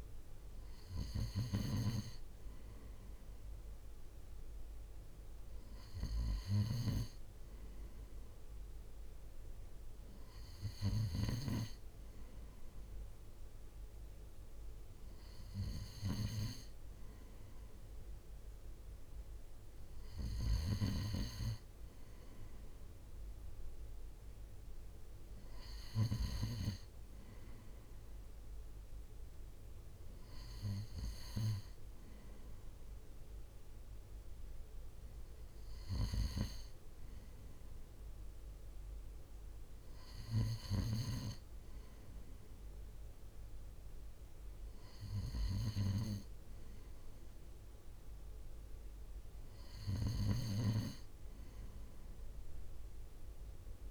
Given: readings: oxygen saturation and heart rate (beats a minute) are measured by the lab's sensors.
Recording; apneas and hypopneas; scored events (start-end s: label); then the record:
breathing in sleep by a room microphone; none
none scored
From the record:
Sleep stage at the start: N2 (light sleep); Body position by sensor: on the right side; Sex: male